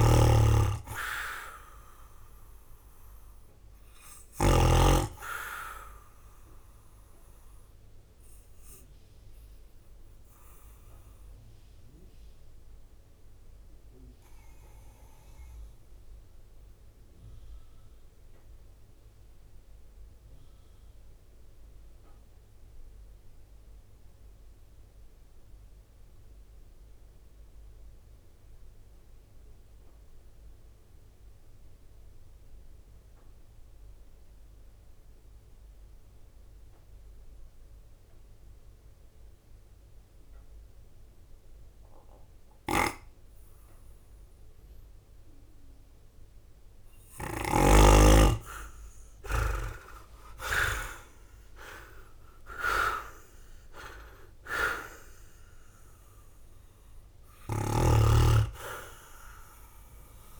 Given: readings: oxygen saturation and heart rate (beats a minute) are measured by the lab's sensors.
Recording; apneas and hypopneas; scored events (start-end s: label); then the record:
breathing in sleep by a room microphone; 1
0.00-4.50 s: snoring (device-marked)
0.00-11.00 s: oxygen desaturation (device-marked, oxygen 89% lowest, heart rate 48 extreme)
2.00-15.00 s: drop in pulse transit time (device-marked, heart rate 52 before, 49 extreme)
8.00-47.50 s: obstructive apnea (oxygen 96% before, 81% lowest, heart rate 53 before, 47 extreme, up 20 after)
26.00-37.00 s: oxygen desaturation (device-marked, oxygen 96% before, 93% lowest, heart rate 51 before, 49 extreme)
48.00-60.40 s: oxygen desaturation (device-marked, oxygen 97% before, 81% lowest, heart rate 50 before, 47 extreme)
49.00-53.50 s: arousal
50.00-60.40 s: drop in pulse transit time (device-marked, heart rate 51 before, 52 extreme)
52.00-53.50 s: leg movement (device-marked)
From the record:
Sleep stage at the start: N2 (light sleep); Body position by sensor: on the right side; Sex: male